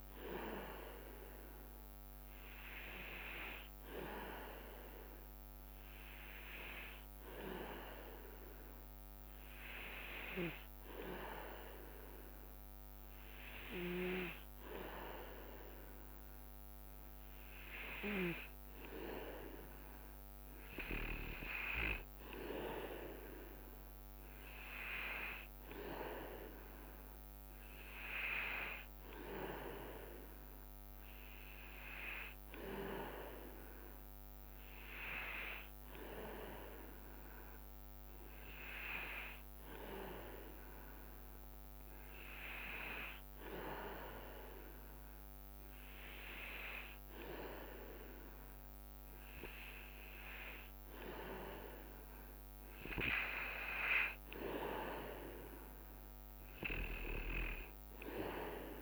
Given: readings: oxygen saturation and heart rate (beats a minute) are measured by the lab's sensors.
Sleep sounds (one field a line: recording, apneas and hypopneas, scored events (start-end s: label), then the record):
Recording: breathing in sleep by a microphone on the trachea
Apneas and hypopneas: none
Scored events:
23.50-26.50 s: leg movement (device-marked)
56.00-58.82 s: leg movement (device-marked)
From the record:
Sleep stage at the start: N2 (light sleep)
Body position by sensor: on the back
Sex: male